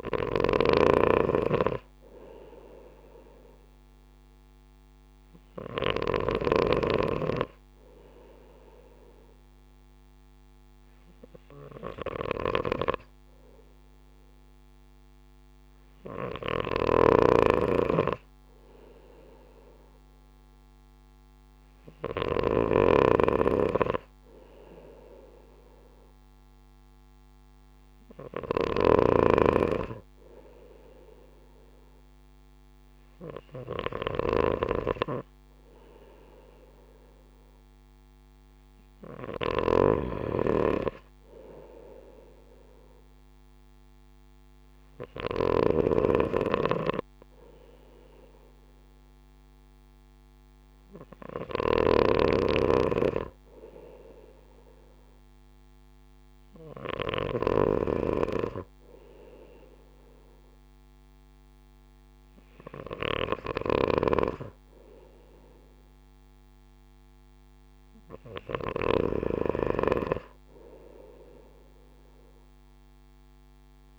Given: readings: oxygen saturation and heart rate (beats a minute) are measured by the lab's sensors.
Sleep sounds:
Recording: breathing in sleep by a microphone on the trachea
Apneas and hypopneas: none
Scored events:
0.00-6.00 s: snoring (device-marked)
12.50-22.50 s: snoring (device-marked)
28.50-45.50 s: snoring (device-marked)
51.50-73.99 s: snoring (device-marked)
From the record:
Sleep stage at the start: N2 (light sleep)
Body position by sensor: on the right side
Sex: male

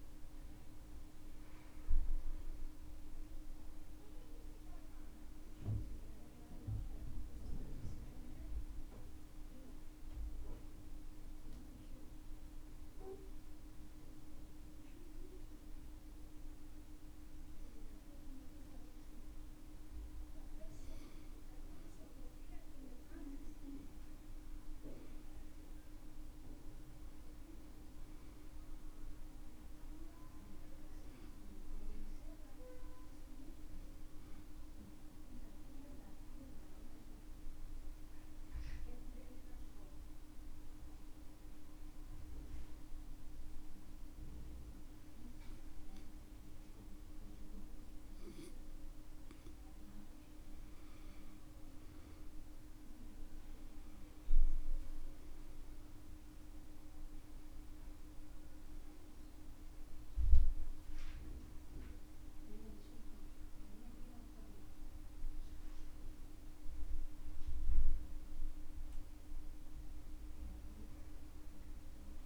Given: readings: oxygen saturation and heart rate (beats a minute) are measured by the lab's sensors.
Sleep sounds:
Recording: breathing in sleep, hard to hear, by a room microphone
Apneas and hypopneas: 2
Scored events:
0.00-1.50 s: arousal
9.00-21.00 s: obstructive apnea (oxygen 95% before, 92% lowest, heart rate 67 before, 64 extreme, up 5 after)
26.00-31.50 s: arousal
34.50-50.00 s: obstructive apnea (oxygen 95% before, 91% lowest, heart rate 67 before, 64 extreme, up 8 after)
52.00-56.50 s: arousal
From the record:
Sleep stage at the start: N2 (light sleep)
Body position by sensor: on the back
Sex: male

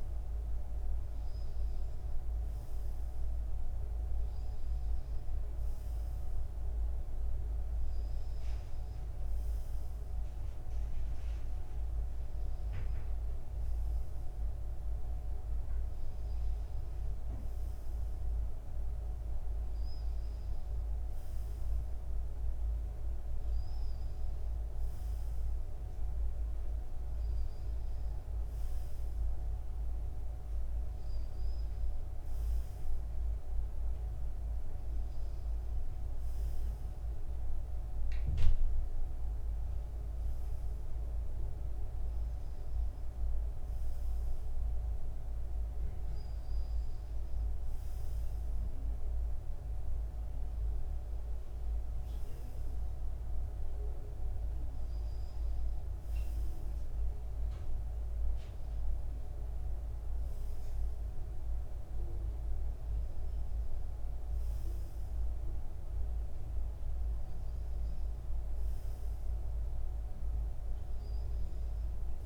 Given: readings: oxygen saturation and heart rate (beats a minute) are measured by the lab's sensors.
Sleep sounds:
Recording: breathing in sleep, hard to hear, by a room microphone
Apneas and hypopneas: none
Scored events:
none scored
From the record:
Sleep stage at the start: N2 (light sleep)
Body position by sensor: on the front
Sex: male

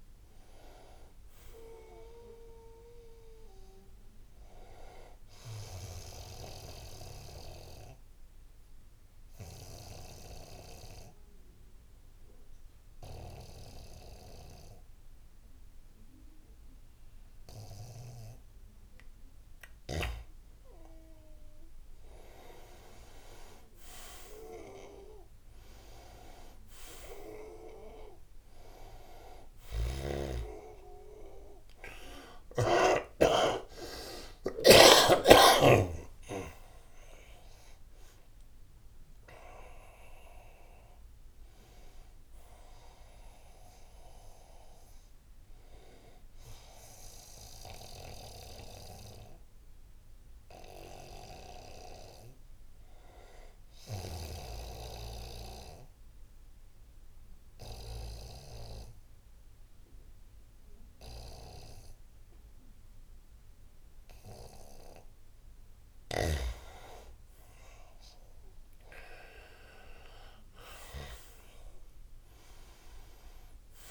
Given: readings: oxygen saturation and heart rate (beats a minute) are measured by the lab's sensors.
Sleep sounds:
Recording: breathing in sleep by a room microphone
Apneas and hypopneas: 2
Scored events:
0.00-11.50 s: oxygen desaturation (device-marked, oxygen 84% lowest, heart rate 69 extreme)
7.50-20.00 s: obstructive apnea (oxygen 96% before, 86% lowest, heart rate 83 before, 72 extreme, up 15 after)
28.50-42.50 s: oxygen desaturation (device-marked, oxygen 99% before, 92% lowest, heart rate 83 before, 68 extreme)
29.50-33.00 s: snoring (device-marked)
35.50-40.00 s: arousal
54.00-66.00 s: obstructive apnea (oxygen 99% before, 89% lowest, heart rate 79 before, 68 extreme, up 21 after)
63.50-73.91 s: oxygen desaturation (device-marked, oxygen 99% before, 89% lowest, heart rate 78 before, 72 extreme)
68.50-73.00 s: arousal
From the record:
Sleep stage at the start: N2 (light sleep)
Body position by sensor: on the right side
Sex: male

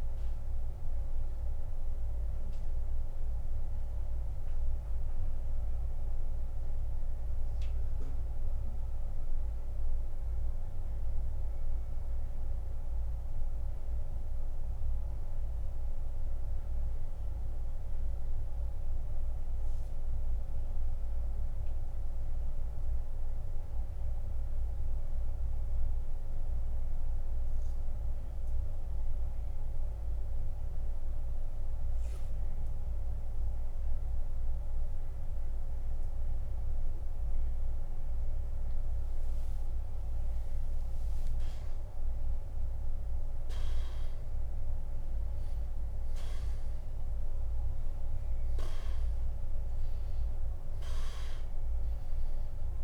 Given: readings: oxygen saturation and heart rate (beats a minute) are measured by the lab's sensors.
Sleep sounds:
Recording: breathing in sleep, hard to hear, by a room microphone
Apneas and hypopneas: 1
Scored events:
1.00-38.00 s: central apnea (oxygen 92% before, 86% lowest, heart rate 89 before, 67 extreme, up 30 after)
13.00-33.00 s: oxygen desaturation (device-marked, oxygen 91% before, 86% lowest, heart rate 81 before, 74 extreme)
41.00-45.00 s: arousal
From the record:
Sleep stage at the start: N2 (light sleep)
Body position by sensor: on the back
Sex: male

